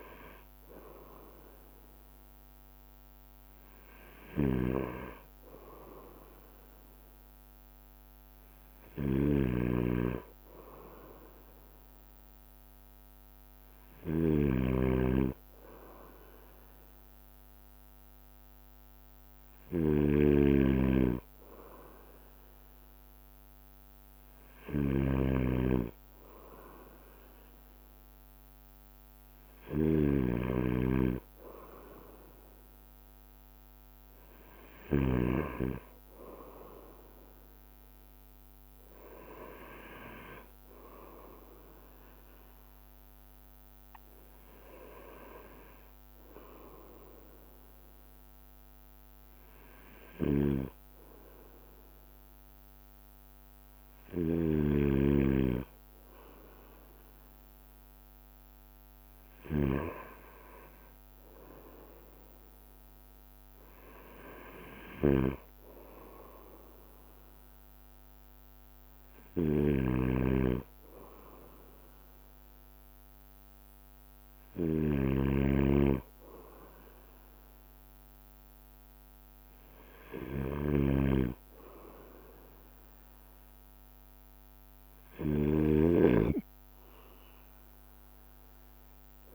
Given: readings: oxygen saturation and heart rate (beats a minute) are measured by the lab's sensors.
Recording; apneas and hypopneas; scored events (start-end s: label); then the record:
breathing in sleep by a microphone on the trachea; none
0.00-9.00 s: bradycardia (device-marked, heart rate 28 extreme)
0.00-35.50 s: snoring (device-marked)
8.00-10.00 s: long interval between heartbeats (device-marked, heart rate 44 before, 39 extreme)
14.00-28.00 s: bradycardia (device-marked, heart rate 46 before, 47 extreme)
15.00-17.00 s: long interval between heartbeats (device-marked, heart rate 43 before, 61 extreme)
33.00-84.00 s: bradycardia (device-marked)
33.50-35.50 s: long interval between heartbeats (device-marked, heart rate 56 before, 64 extreme)
38.50-40.50 s: long interval between heartbeats (device-marked, heart rate 56 before, 53 extreme)
44.50-46.50 s: long interval between heartbeats (device-marked, heart rate 56 before, 56 extreme)
49.50-51.50 s: long interval between heartbeats (device-marked, heart rate 55 before, 35 extreme)
50.50-86.00 s: snoring (device-marked)
55.50-57.50 s: long interval between heartbeats (device-marked, heart rate 47 before, 34 extreme)
57.00 s: drop in pulse transit time (device-marked)
60.00-62.00 s: long interval between heartbeats (device-marked, heart rate 41 before, 46 extreme)
61.00-73.00 s: drop in pulse transit time (device-marked, heart rate 41 before, 26 extreme)
63.50-65.50 s: long interval between heartbeats (device-marked, heart rate 41 before, 54 extreme)
68.50-70.50 s: long interval between heartbeats (device-marked, heart rate 40 before, 36 extreme)
75.50-77.50 s: long interval between heartbeats (device-marked, heart rate 41 before, 50 extreme)
78.50-80.50 s: long interval between heartbeats (device-marked, heart rate 44 before, 50 extreme)
From the record:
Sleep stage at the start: N2 (light sleep); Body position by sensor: on the right side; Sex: male